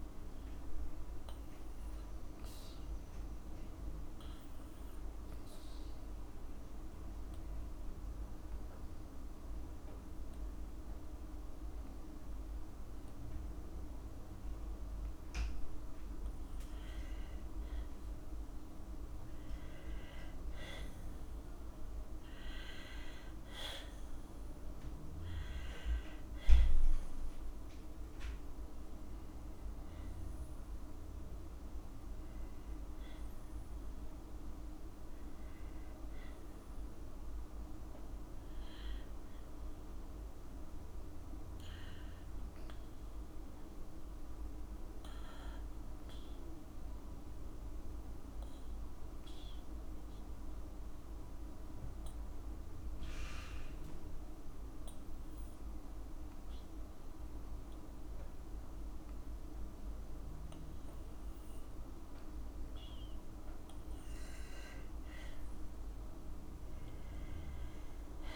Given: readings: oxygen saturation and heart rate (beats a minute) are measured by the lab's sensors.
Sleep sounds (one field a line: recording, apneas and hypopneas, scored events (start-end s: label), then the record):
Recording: breathing in sleep, hard to hear, by a room microphone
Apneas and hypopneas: 1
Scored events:
17.00-19.00 s: long interval between heartbeats (device-marked, heart rate 58 before, 67 extreme)
18.00-30.50 s: obstructive apnea (oxygen 96% before, 92% lowest, heart rate 58 before, 56 extreme, up 8 after)
20.00-22.00 s: long interval between heartbeats (device-marked, heart rate 59 before, 76 extreme)
22.00-24.00 s: long interval between heartbeats (device-marked, heart rate 61 before, 87 extreme)
25.00-27.00 s: long interval between heartbeats (device-marked, heart rate 65 before, 89 extreme)
32.50-34.50 s: long interval between heartbeats (device-marked, heart rate 74 before, 68 extreme)
33.00-36.00 s: arousal
35.50-37.50 s: long interval between heartbeats (device-marked, heart rate 75 before, 77 extreme)
66.50-68.36 s: long interval between heartbeats (device-marked, heart rate 57 before, 68 extreme)
From the record:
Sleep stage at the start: N2 (light sleep)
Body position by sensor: on the back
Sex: female